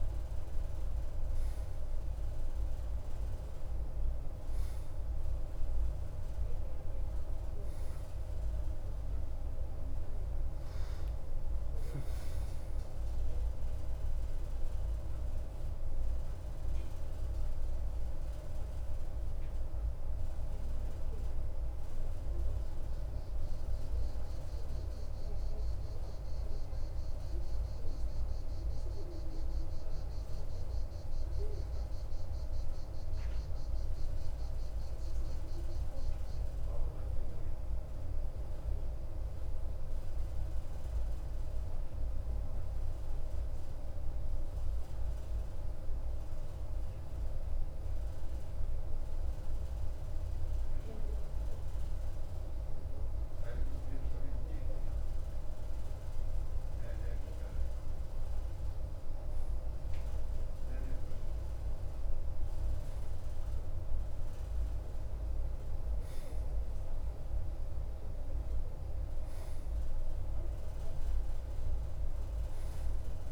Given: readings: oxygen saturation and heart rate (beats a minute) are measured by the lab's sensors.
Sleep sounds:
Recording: breathing in sleep, hard to hear, by a room microphone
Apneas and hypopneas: 1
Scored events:
0.00-1.50 s: arousal
9.00-22.00 s: oxygen desaturation (device-marked, oxygen 94% before, 91% lowest, heart rate 54 before, 54 extreme)
30.00-53.50 s: central apnea (oxygen 94% before, 91% lowest, heart rate 56 before, 50 extreme, up 6 after)
57.50-62.00 s: arousal
64.00-73.32 s: oxygen desaturation (device-marked, oxygen 97% before, 91% lowest, heart rate 54 before, 53 extreme)
From the record:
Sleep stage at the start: N2 (light sleep)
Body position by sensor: on the right side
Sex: male

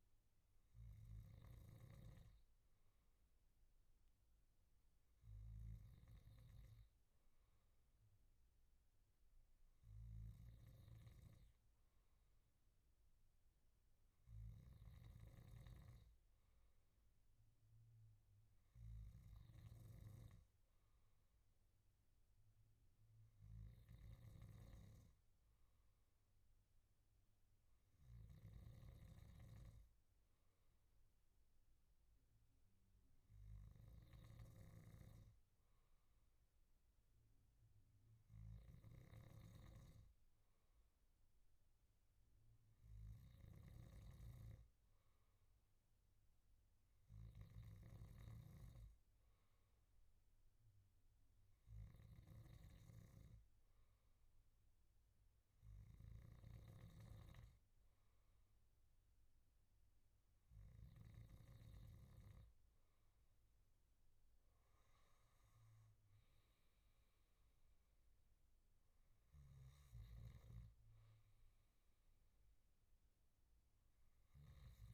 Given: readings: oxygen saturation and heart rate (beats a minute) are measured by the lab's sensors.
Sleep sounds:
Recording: breathing in sleep, hard to hear, by a room microphone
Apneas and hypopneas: none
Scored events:
39.00-48.50 s: snoring (device-marked)
From the record:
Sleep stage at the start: N2 (light sleep)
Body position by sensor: on the back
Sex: male

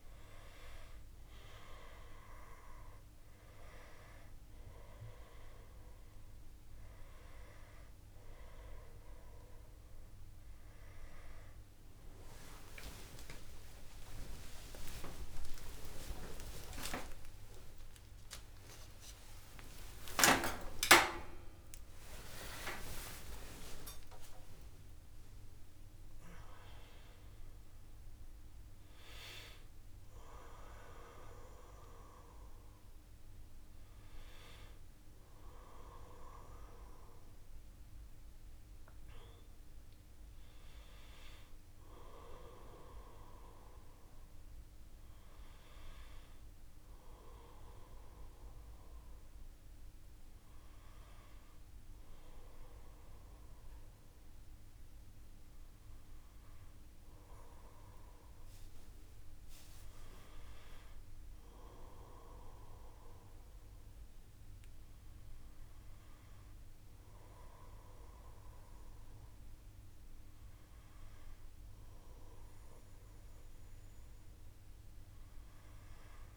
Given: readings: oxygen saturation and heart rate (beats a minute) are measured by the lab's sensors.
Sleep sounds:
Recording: breathing in sleep by a room microphone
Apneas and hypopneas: none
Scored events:
0.00-16.50 s: oxygen desaturation (device-marked, oxygen 89% lowest, heart rate 59 extreme)
7.50-76.37 s: new sleep stage, N1 (lightest sleep)
11.50-23.50 s: tachycardia (device-marked, heart rate 56 before, 193 extreme)
13.00-19.00 s: arousal
From the record:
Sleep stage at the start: N2 (light sleep)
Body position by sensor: on the back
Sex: male

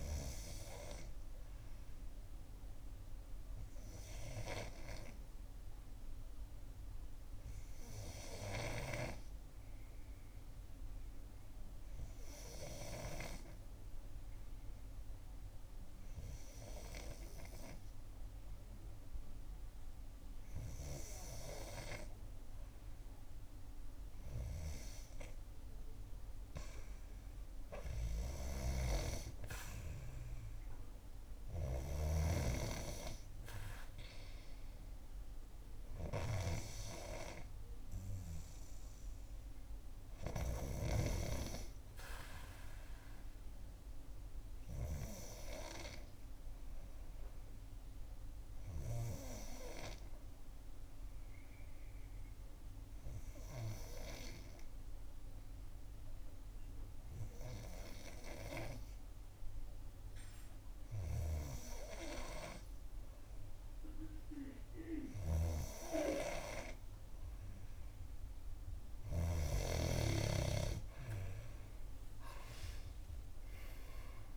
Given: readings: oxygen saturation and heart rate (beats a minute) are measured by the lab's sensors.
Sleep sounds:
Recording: breathing in sleep by a room microphone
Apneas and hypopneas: 2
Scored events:
0.00-9.00 s: oxygen desaturation (device-marked, oxygen 91% lowest, heart rate 62 extreme)
3.50-23.50 s: obstructive apnea (oxygen 96% before, 89% lowest, heart rate 67 before, 63 extreme, up 3 after)
27.00-32.50 s: arousal
47.00-60.00 s: obstructive apnea (oxygen 93% before, 89% lowest, heart rate 66 before, 64 extreme, up 2 after)
67.00-71.50 s: arousal
70.00-74.37 s: oxygen desaturation (device-marked, oxygen 93% before, 89% lowest, heart rate 65 before, 62 extreme)
From the record:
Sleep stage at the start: N2 (light sleep)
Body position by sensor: on the back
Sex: female

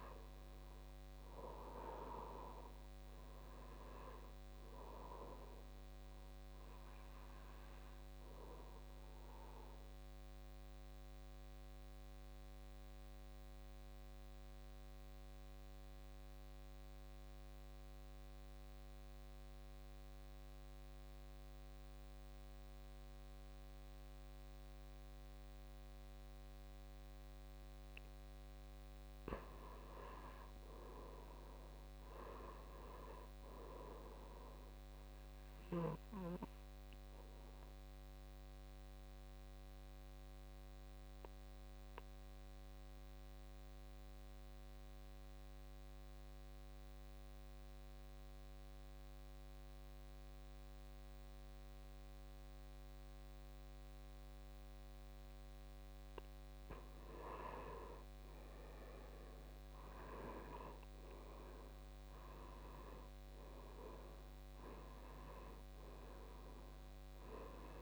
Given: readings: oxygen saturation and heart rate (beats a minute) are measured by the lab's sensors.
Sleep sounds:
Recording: breathing in sleep by a microphone on the trachea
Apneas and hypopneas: 2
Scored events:
0.00-3.00 s: oxygen desaturation (device-marked, oxygen 85% lowest, heart rate 51 extreme)
4.50-7.00 s: arousal
10.50-27.50 s: obstructive apnea (oxygen 95% before, 84% lowest, heart rate 58 before, 51 extreme, up 14 after)
30.50-33.50 s: arousal
33.00-57.00 s: oxygen desaturation (device-marked, oxygen 97% before, 84% lowest, heart rate 53 before, 51 extreme)
36.50-56.00 s: obstructive apnea (oxygen 97% before, 84% lowest, heart rate 55 before, 51 extreme, up 13 after)
59.00-62.50 s: arousal
From the record:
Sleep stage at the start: N2 (light sleep)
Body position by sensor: on the back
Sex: male

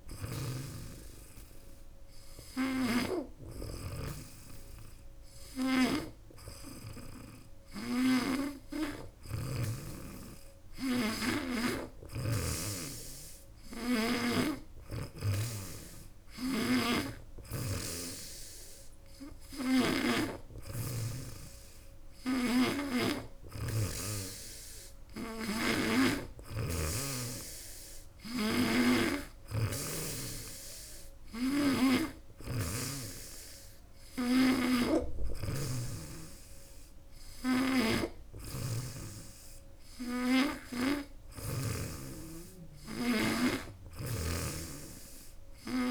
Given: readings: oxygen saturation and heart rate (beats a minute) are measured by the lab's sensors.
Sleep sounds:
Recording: breathing in sleep by a room microphone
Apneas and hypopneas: none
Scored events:
0.00-14.00 s: snoring (device-marked)
16.00-41.50 s: snoring (device-marked)
From the record:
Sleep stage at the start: N3 (deep sleep)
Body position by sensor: on the back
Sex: female

